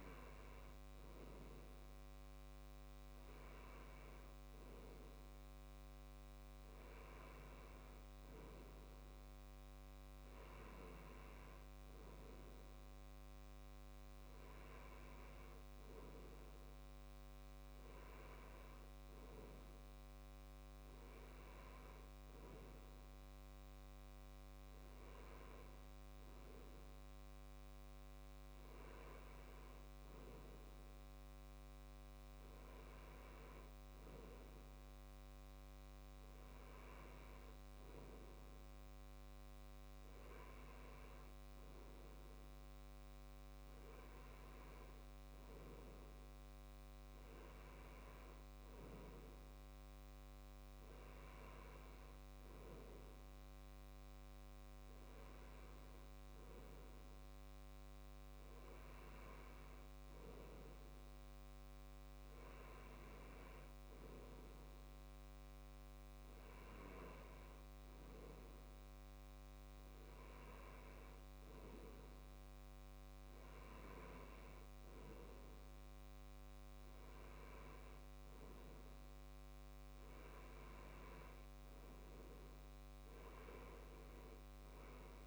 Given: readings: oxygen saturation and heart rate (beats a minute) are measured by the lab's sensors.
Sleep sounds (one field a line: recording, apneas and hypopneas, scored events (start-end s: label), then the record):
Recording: breathing in sleep, hard to hear, by a microphone on the trachea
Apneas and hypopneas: none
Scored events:
none scored
From the record:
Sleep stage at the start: N2 (light sleep)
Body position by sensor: on the left side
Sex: male